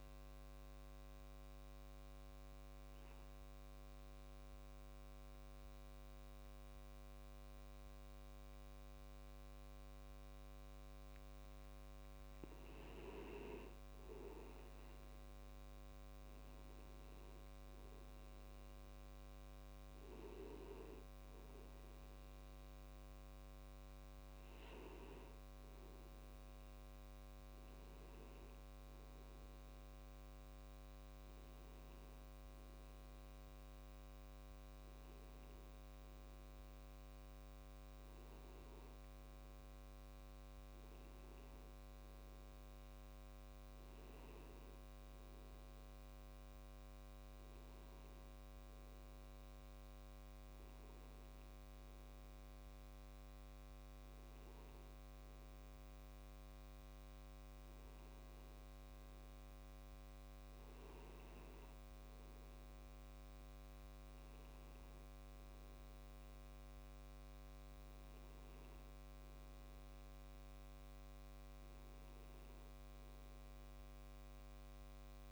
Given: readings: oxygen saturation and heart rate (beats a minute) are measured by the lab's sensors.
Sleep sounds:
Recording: breathing in sleep, hard to hear, by a microphone on the trachea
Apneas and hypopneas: 1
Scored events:
0.00-7.00 s: oxygen desaturation (device-marked, oxygen 90% lowest)
0.50-12.00 s: obstructive apnea (oxygen 96% before, 90% lowest)
14.00-17.50 s: arousal
24.00-75.32 s: new sleep stage, N1 (lightest sleep)
From the record:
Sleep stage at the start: N2 (light sleep)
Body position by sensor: on the back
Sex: male

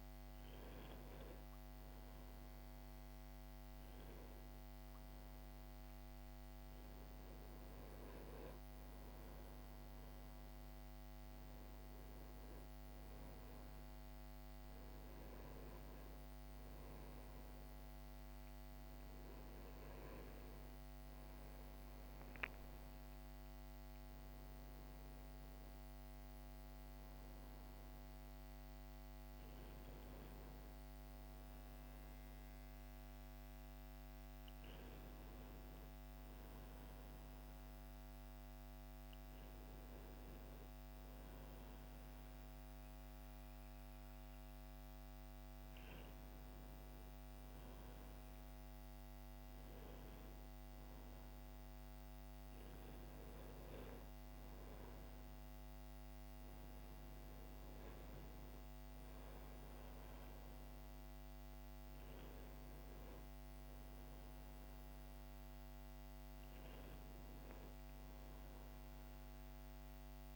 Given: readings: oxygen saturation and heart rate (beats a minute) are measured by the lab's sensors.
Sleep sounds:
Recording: breathing in sleep, hard to hear, by a microphone on the trachea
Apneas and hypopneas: none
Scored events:
6.00-70.36 s: new sleep stage, N2 (light sleep)
53.00-70.36 s: oxygen desaturation (device-marked, oxygen 96% before, 92% lowest, heart rate 67 before, 66 extreme)
From the record:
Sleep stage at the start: N1 (lightest sleep)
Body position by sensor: on the right side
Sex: male

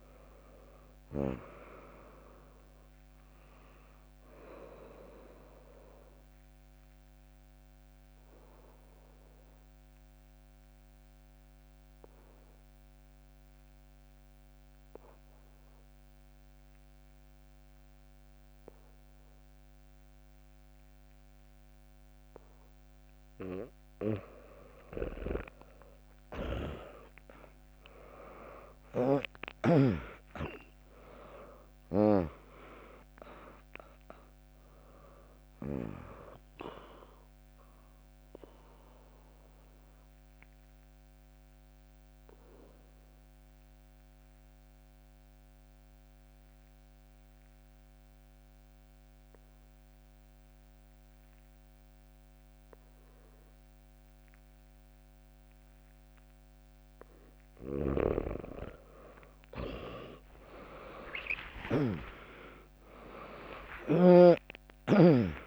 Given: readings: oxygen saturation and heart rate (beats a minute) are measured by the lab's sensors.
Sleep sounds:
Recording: breathing in sleep by a microphone on the trachea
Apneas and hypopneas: 2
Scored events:
0.00-6.50 s: drop in pulse transit time (device-marked, heart rate 63 extreme)
0.00-20.50 s: oxygen desaturation (device-marked, oxygen 96% lowest, heart rate 61 extreme)
5.00-22.50 s: obstructive apnea (oxygen 100% before, 96% lowest, heart rate 70 before, 61 extreme, up 1 after)
25.50-30.00 s: arousal
27.50-40.50 s: drop in pulse transit time (device-marked, heart rate 65 before, 63 extreme)
39.00-56.50 s: obstructive apnea (oxygen 100% before, 96% lowest, heart rate 71 before, 59 extreme, up 17 after)
60.00-64.50 s: arousal
61.50-63.50 s: long interval between heartbeats (device-marked, heart rate 71 before, 70 extreme)
62.50-65.47 s: drop in pulse transit time (device-marked, heart rate 70 before, 72 extreme)
From the record:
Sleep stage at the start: N2 (light sleep)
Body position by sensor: on the back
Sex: female

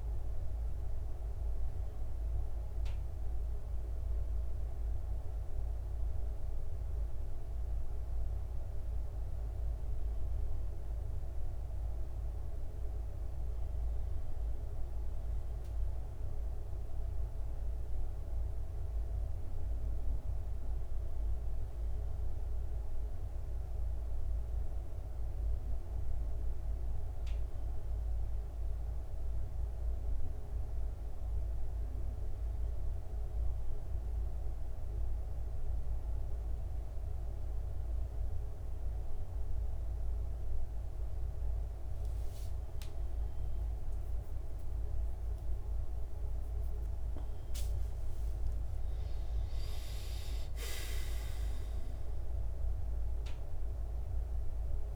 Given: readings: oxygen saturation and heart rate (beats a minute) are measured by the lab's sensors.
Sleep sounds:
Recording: breathing in sleep, hard to hear, by a room microphone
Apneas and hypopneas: none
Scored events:
43.00-45.00 s: long interval between heartbeats (device-marked, heart rate 68 before, 73 extreme)
49.00-51.00 s: long interval between heartbeats (device-marked, heart rate 71 before, 88 extreme)
51.50-54.96 s: arousal
From the record:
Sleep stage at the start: N1 (lightest sleep)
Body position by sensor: on the right side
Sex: male

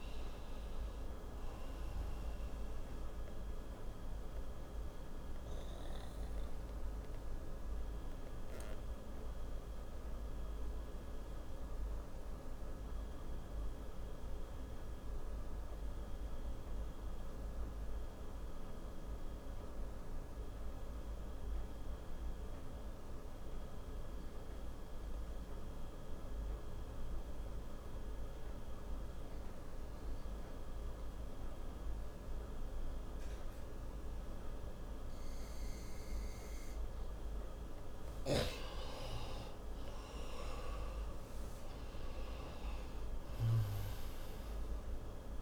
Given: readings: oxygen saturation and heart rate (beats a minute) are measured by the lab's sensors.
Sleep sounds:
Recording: breathing in sleep, hard to hear, by a room microphone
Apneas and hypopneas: 1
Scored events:
0.00-17.50 s: oxygen desaturation (device-marked, oxygen 89% lowest, heart rate 57 extreme)
4.00-36.00 s: obstructive apnea (oxygen 96% before, 89% lowest, heart rate 84 before, 57 extreme, up 5 after)
34.50-45.41 s: oxygen desaturation (device-marked, oxygen 98% before, 90% lowest, heart rate 61 before, 54 extreme)
39.00-42.50 s: arousal
From the record:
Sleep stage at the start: N2 (light sleep)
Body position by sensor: on the right side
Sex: male

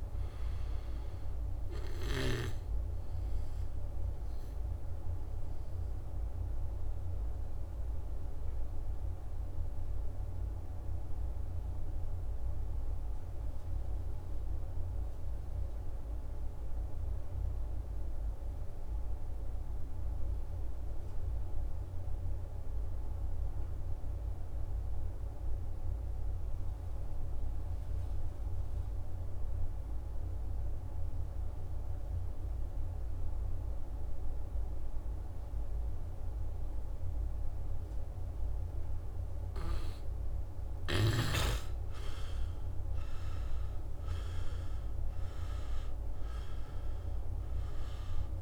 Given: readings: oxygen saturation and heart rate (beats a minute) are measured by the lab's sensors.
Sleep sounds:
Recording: breathing in sleep, hard to hear, by a room microphone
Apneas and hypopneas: 1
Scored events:
0.00-22.50 s: oxygen desaturation (device-marked, oxygen 85% lowest, heart rate 64 extreme)
1.00-38.50 s: obstructive apnea (oxygen 99% before, 85% lowest, heart rate 69 before, 64 extreme, up 9 after)
36.50-48.42 s: oxygen desaturation (device-marked, oxygen 99% before, 85% lowest, heart rate 65 before, 62 extreme)
40.50-45.00 s: arousal
From the record:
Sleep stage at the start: N2 (light sleep)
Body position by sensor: on the back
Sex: male

